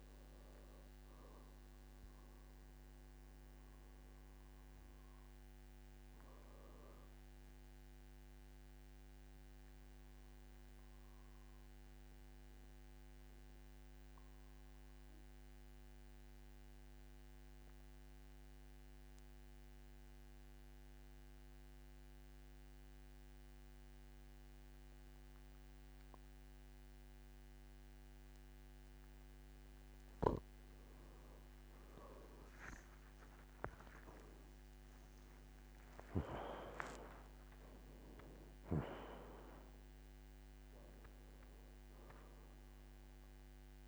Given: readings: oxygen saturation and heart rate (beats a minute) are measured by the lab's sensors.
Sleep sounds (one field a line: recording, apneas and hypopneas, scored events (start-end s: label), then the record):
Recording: breathing in sleep by a microphone on the trachea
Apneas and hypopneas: 1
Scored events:
9.00-28.50 s: obstructive apnea (oxygen 98% before, 90% lowest, heart rate 69 before, 50 extreme, up 20 after)
31.00-43.88 s: oxygen desaturation (device-marked, oxygen 98% before, 90% lowest, heart rate 50 before, 48 extreme)
32.50-36.00 s: arousal
37.00-43.88 s: new sleep stage, N1 (lightest sleep)
From the record:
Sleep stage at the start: N2 (light sleep)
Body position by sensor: on the back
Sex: male